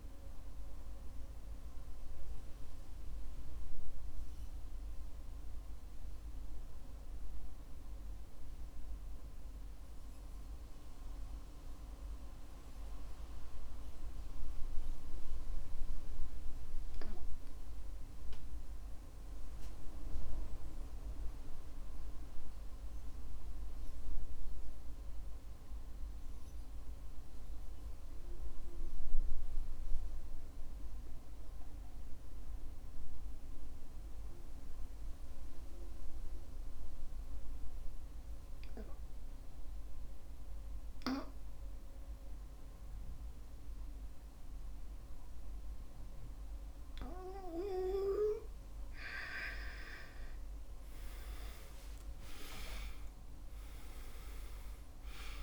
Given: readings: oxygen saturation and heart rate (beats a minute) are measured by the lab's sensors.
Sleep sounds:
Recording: breathing in sleep by a room microphone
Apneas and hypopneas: 1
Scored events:
3.00-46.50 s: mixed apnea (oxygen 96% before, 88% lowest, heart rate 66 before, 51 extreme, up 13 after)
36.50-55.43 s: oxygen desaturation (device-marked, oxygen 98% before, 93% lowest, heart rate 53 before, 50 extreme)
49.50-55.00 s: arousal
From the record:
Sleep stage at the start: REM sleep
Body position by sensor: on the back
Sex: male

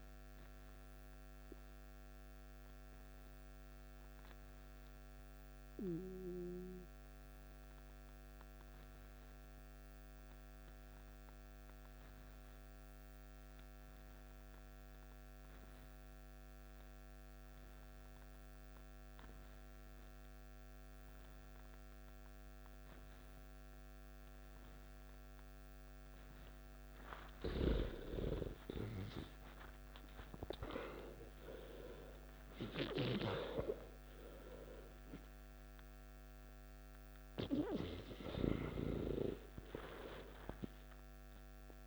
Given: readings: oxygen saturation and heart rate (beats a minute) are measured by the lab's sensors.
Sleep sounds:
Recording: breathing in sleep by a microphone on the trachea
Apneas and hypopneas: 1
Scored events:
0.00-5.00 s: oxygen desaturation (device-marked, oxygen 88% lowest, heart rate 55 extreme)
8.00-27.50 s: central apnea (oxygen 99% before, 89% lowest, heart rate 57 before, 53 extreme, up 14 after)
22.00-41.87 s: oxygen desaturation (device-marked, oxygen 98% before, 89% lowest, heart rate 56 before, 50 extreme)
28.50-32.50 s: arousal
From the record:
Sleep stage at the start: N2 (light sleep)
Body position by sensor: on the back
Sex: male

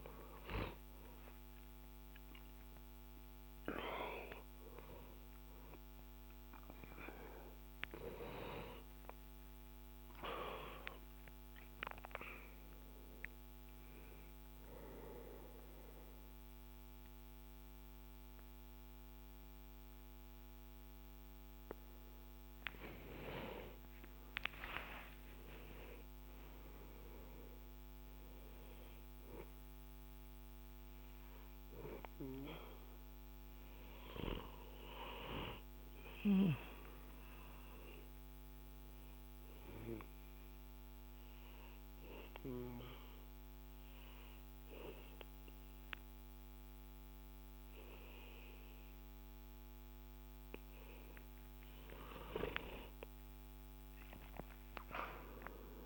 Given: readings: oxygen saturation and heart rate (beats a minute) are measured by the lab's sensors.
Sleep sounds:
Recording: breathing in sleep by a microphone on the trachea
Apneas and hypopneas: 2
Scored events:
8.00-11.50 s: arousal
13.00-23.00 s: obstructive apnea (oxygen 95% before, 94% lowest, heart rate 75 before, 61 extreme, up 12 after)
24.00-29.00 s: arousal
39.00-51.50 s: obstructive apnea (oxygen 96% before, 93% lowest, heart rate 68 before, 63 extreme, up 12 after)
52.50-55.00 s: arousal
From the record:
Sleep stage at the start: N1 (lightest sleep)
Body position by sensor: on the back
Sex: male

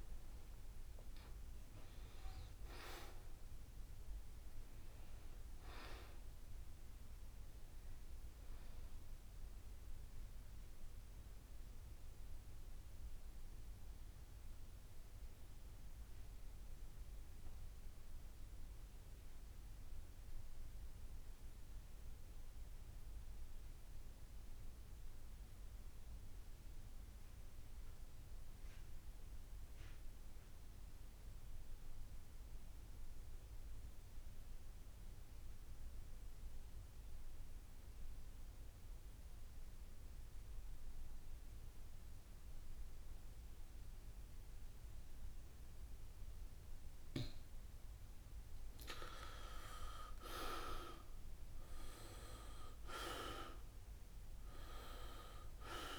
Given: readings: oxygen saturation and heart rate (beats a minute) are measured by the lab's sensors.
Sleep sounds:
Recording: breathing in sleep by a room microphone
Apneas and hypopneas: 1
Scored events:
0.00-17.50 s: oxygen desaturation (device-marked, oxygen 82% lowest, heart rate 66 extreme)
9.50-47.50 s: mixed apnea (oxygen 93% before, 81% lowest, heart rate 75 before, 66 extreme, up 8 after)
35.50-55.99 s: oxygen desaturation (device-marked, oxygen 97% before, 81% lowest, heart rate 70 before, 68 extreme)
49.50-54.00 s: arousal
54.00-55.99 s: long interval between heartbeats (device-marked, heart rate 72 before, 74 extreme)
From the record:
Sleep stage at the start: N2 (light sleep)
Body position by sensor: on the back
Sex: male

